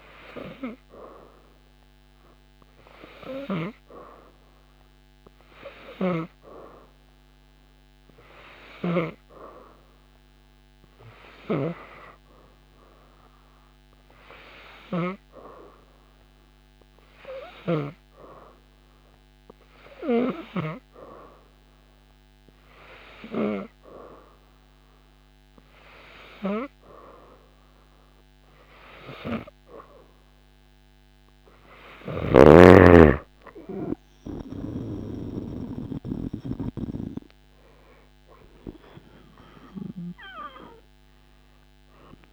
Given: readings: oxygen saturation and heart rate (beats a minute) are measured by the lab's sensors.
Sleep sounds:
breathing in sleep by a microphone on the trachea; none
31.50-36.00 s: snoring (device-marked)
35.50-42.33 s: new sleep stage, N2 (light sleep)
37.50-41.00 s: arousal
From the record:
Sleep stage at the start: N3 (deep sleep); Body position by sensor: upright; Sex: female

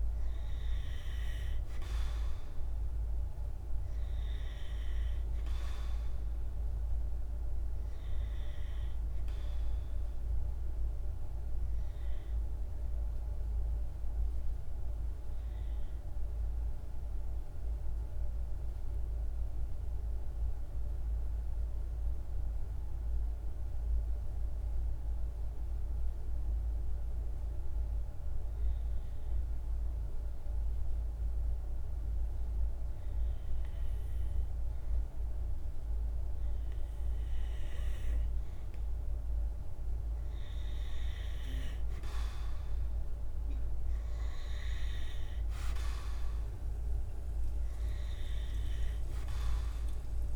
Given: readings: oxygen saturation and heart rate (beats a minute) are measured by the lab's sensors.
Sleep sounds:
breathing in sleep by a room microphone; 1
0.00-16.50 s: oxygen desaturation (device-marked, oxygen 92% lowest, heart rate 52 extreme)
16.50-32.50 s: mixed apnea (oxygen 97% before, 92% lowest, heart rate 54 before, 52 extreme, up 0 after)
34.50-38.50 s: arousal
38.50-50.36 s: oxygen desaturation (device-marked, oxygen 97% before, 92% lowest, heart rate 53 before, 52 extreme)
From the record:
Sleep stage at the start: N2 (light sleep); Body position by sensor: on the right side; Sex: male

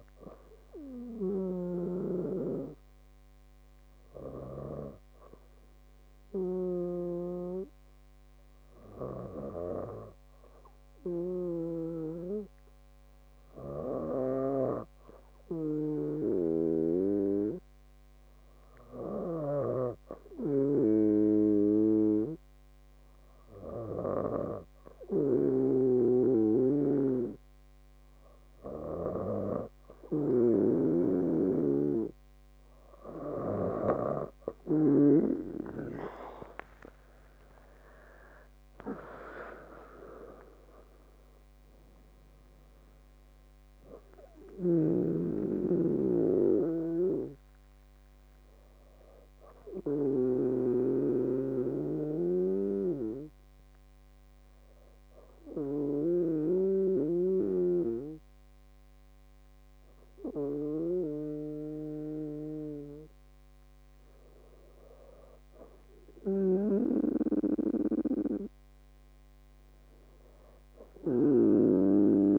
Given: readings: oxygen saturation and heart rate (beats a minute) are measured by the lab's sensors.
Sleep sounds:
breathing in sleep by a microphone on the trachea; 2
3.50-14.00 s: hypopnea (oxygen 99% before, 95% lowest)
37.00-41.50 s: arousal
51.00-64.00 s: hypopnea (oxygen 98% before, 95% lowest)
66.00-69.00 s: arousal
From the record:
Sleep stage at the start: N2 (light sleep); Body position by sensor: on the back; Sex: female

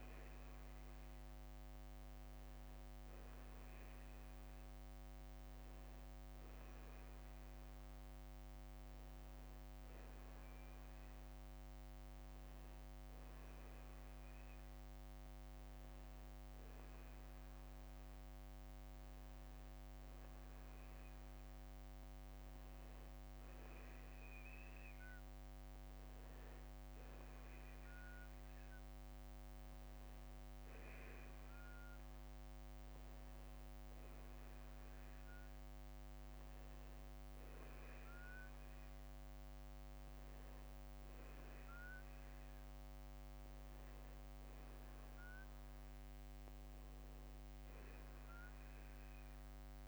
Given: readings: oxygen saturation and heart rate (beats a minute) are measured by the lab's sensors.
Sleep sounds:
breathing in sleep, hard to hear, by a microphone on the trachea; none
28.50-30.50 s: long interval between heartbeats (device-marked, heart rate 58 before, 67 extreme)
45.00-47.00 s: long interval between heartbeats (device-marked, heart rate 59 before, 57 extreme)
From the record:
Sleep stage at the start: N2 (light sleep); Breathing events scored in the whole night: 239 in 3.9 hours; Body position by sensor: on the back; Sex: male

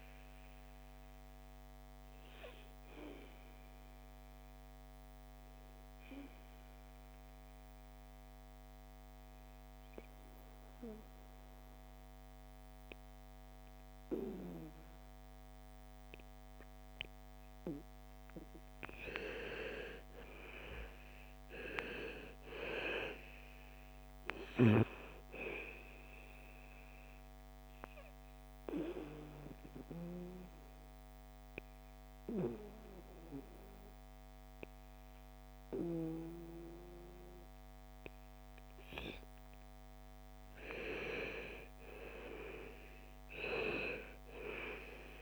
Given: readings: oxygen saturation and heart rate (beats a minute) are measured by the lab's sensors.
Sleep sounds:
breathing in sleep by a microphone on the trachea; 2
0.00-11.00 s: oxygen desaturation (device-marked, oxygen 83% lowest, heart rate 55 extreme)
3.00-18.00 s: obstructive apnea (oxygen 99% before, 83% lowest, heart rate 60 before, 55 extreme, up 9 after)
19.50-23.50 s: arousal
25.00-39.00 s: oxygen desaturation (device-marked, oxygen 99% before, 90% lowest, heart rate 58 before, 55 extreme)
27.00-40.00 s: obstructive apnea (oxygen 99% before, 90% lowest, heart rate 59 before, 55 extreme, up 6 after)
42.00-45.00 s: arousal
From the record:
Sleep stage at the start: N2 (light sleep); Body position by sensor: on the back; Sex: female

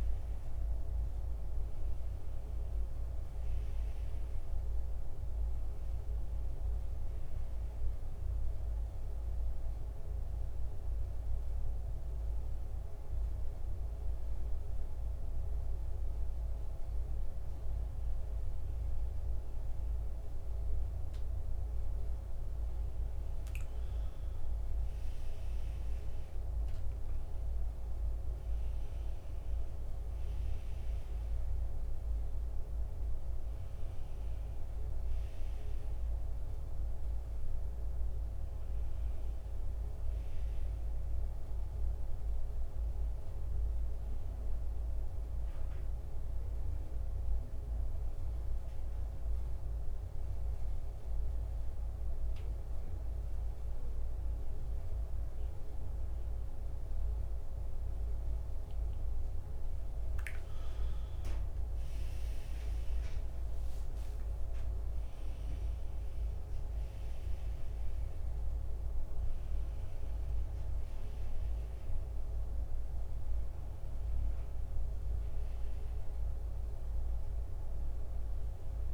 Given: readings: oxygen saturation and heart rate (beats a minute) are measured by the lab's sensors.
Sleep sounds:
breathing in sleep, hard to hear, by a room microphone; 2
9.00-24.00 s: oxygen desaturation (device-marked, oxygen 91% before, 87% lowest, heart rate 76 before, 70 extreme)
10.50-22.00 s: mixed apnea (oxygen 92% before, 87% lowest, heart rate 77 before, 70 extreme, up 15 after)
23.50-29.00 s: arousal
38.00-53.00 s: oxygen desaturation (device-marked, oxygen 92% before, 88% lowest, heart rate 79 before, 69 extreme)
45.00-58.50 s: central apnea (oxygen 93% before, 87% lowest, heart rate 82 before, 69 extreme, up 13 after)
60.50-65.50 s: arousal
67.00-78.94 s: oxygen desaturation (device-marked, oxygen 93% before, 87% lowest, heart rate 72 before, 71 extreme)
From the record:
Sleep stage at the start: N2 (light sleep); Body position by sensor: on the back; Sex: male

